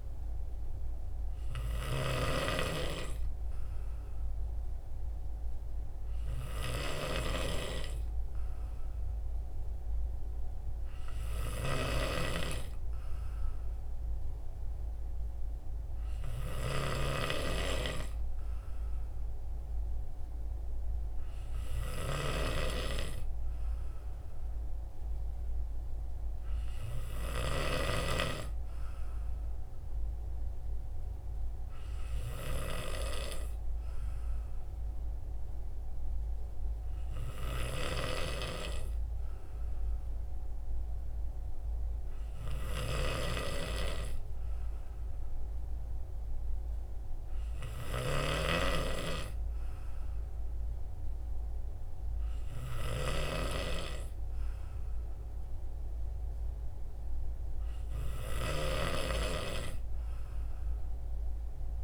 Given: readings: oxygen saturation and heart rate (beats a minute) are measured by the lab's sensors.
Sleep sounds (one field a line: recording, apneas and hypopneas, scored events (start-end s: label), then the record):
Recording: breathing in sleep by a room microphone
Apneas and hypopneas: none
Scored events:
none scored
From the record:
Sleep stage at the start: N3 (deep sleep)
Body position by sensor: on the right side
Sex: male